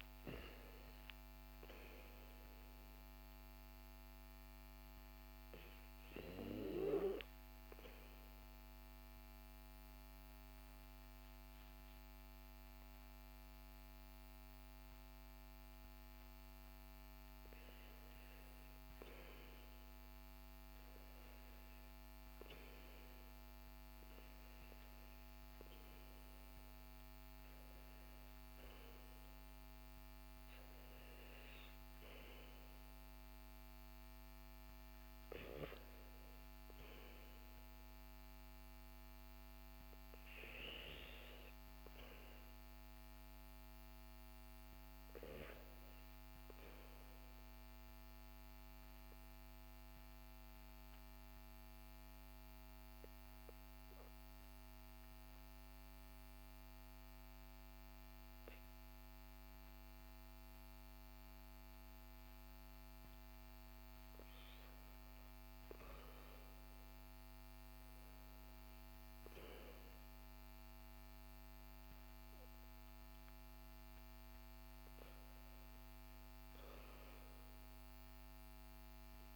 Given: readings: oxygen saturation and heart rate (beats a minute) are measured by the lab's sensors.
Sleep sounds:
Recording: breathing in sleep, hard to hear, by a microphone on the trachea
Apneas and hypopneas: 2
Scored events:
7.50-18.50 s: obstructive apnea (oxygen 99% before, 96% lowest, heart rate 57 before, 54 extreme, up 3 after)
21.00-25.00 s: arousal
49.00-62.50 s: obstructive apnea (oxygen 97% before, 94% lowest, heart rate 57 before, 55 extreme, up 6 after)
65.50-70.00 s: arousal
From the record:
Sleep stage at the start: REM sleep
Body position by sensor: on the back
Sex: male

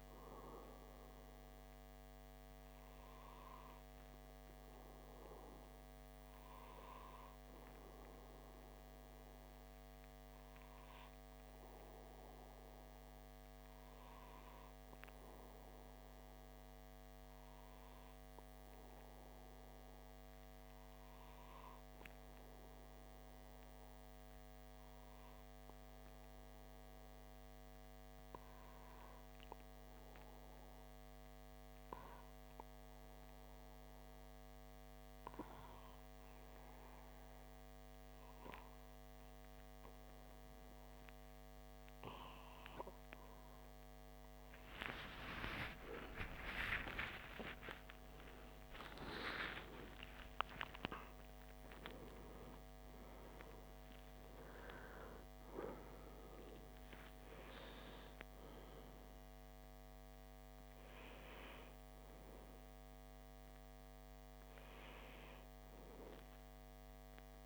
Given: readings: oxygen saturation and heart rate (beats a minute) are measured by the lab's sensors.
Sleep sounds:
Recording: breathing in sleep by a microphone on the trachea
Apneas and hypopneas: 1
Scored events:
20.50-67.46 s: new sleep stage, N2 (light sleep)
25.50-41.50 s: hypopnea (oxygen 98% before, 93% lowest, heart rate 59 before, 59 extreme, up 25 after)
44.50-49.00 s: arousal
59.50-67.46 s: oxygen desaturation (device-marked, oxygen 96% before, 93% lowest, heart rate 72 before, 60 extreme)
From the record:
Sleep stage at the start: REM sleep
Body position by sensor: on the back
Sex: male

